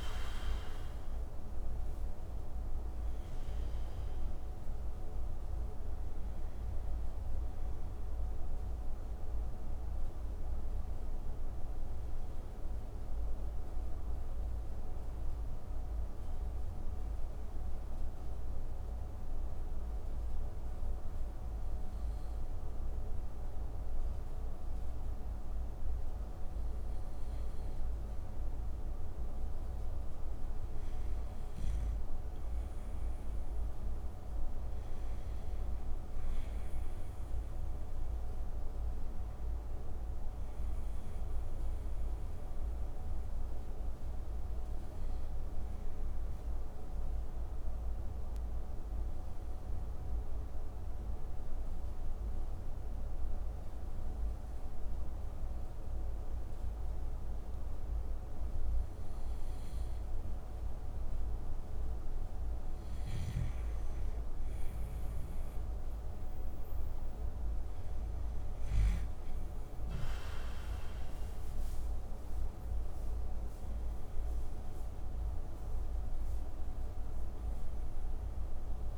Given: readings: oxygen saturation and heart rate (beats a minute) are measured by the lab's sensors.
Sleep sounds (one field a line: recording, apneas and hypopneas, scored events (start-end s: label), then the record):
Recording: breathing in sleep, hard to hear, by a room microphone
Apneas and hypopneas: 2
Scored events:
7.50-21.50 s: oxygen desaturation (device-marked, oxygen 97% before, 91% lowest)
9.00-27.00 s: obstructive apnea (oxygen 97% before, 91% lowest)
30.00-34.50 s: arousal
38.50-59.50 s: oxygen desaturation (device-marked, oxygen 97% before, 93% lowest)
41.50-58.50 s: obstructive apnea (oxygen 97% before, 91% lowest)
62.00-68.50 s: snoring (device-marked)
63.50-68.50 s: arousal
72.50-78.98 s: oxygen desaturation (device-marked, oxygen 96% before, 92% lowest)
From the record:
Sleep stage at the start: N2 (light sleep)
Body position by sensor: on the back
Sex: male